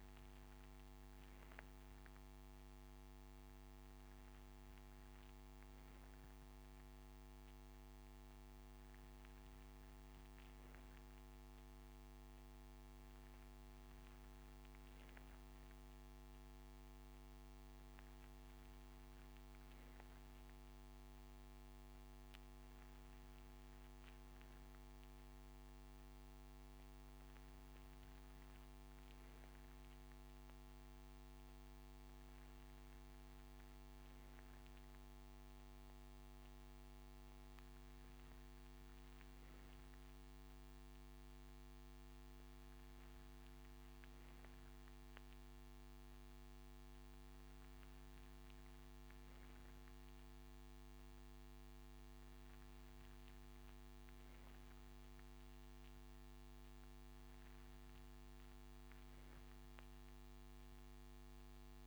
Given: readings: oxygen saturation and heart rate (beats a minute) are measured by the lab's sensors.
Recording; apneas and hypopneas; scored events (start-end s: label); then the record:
breathing in sleep, hard to hear, by a microphone on the trachea; none
none scored
From the record:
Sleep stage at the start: N3 (deep sleep); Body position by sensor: on the right side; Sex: male